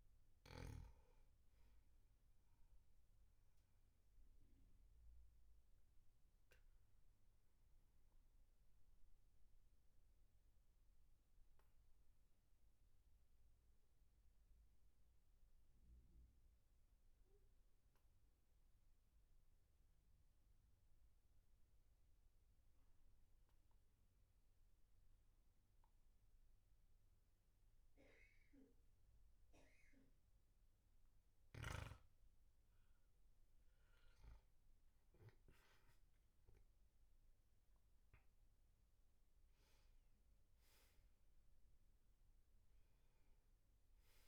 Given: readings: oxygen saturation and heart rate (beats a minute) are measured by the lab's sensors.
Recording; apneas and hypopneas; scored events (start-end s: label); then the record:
breathing in sleep, hard to hear, by a room microphone; 1
2.00-17.00 s: oxygen desaturation (device-marked, oxygen 98% before, 95% lowest, heart rate 53 before, 44 extreme)
4.50-32.50 s: obstructive apnea (oxygen 99% before, 95% lowest, heart rate 53 before, 44 extreme, up 4 after)
34.50-39.00 s: arousal
From the record:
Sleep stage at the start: N2 (light sleep); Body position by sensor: on the back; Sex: male